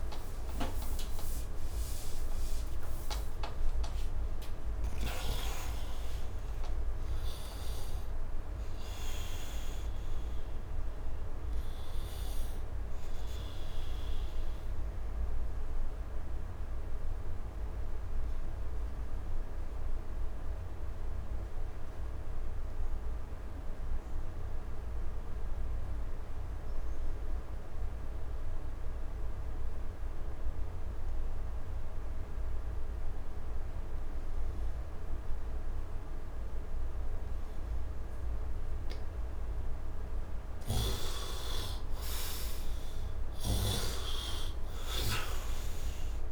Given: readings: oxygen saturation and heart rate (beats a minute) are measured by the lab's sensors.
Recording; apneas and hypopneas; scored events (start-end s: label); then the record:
breathing in sleep by a room microphone; 1
0.00-4.00 s: oxygen desaturation (device-marked, oxygen 70% lowest, heart rate 68 extreme)
0.00-6.00 s: arousal
14.50-38.00 s: obstructive apnea (oxygen 100% before, 77% lowest, heart rate 120 before, 59 extreme, up 8 after)
34.00-46.32 s: oxygen desaturation (device-marked, oxygen 99% before, 77% lowest, heart rate 74 before, 59 extreme)
42.00-46.32 s: arousal
42.00-46.32 s: new sleep stage, N2 (light sleep)
43.00-46.32 s: snoring (device-marked)
From the record:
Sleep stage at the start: N1 (lightest sleep); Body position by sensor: on the right side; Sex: male